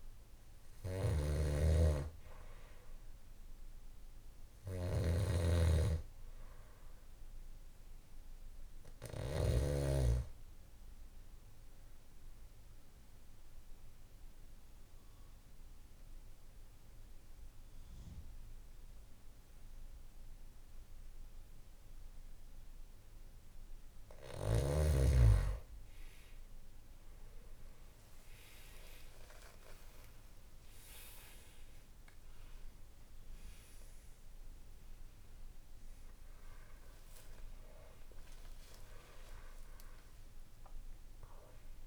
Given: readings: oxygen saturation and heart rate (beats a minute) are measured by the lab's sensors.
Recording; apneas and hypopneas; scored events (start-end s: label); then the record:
breathing in sleep by a room microphone; 1
0.00-9.50 s: snoring (device-marked)
9.50-23.50 s: oxygen desaturation (device-marked, oxygen 97% before, 92% lowest, heart rate 57 before, 59 extreme)
11.00-23.50 s: obstructive apnea (oxygen 97% before, 91% lowest, heart rate 58 before, 59 extreme, up 7 after)
26.00-31.50 s: arousal
From the record:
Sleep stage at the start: N2 (light sleep); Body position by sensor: on the back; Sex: male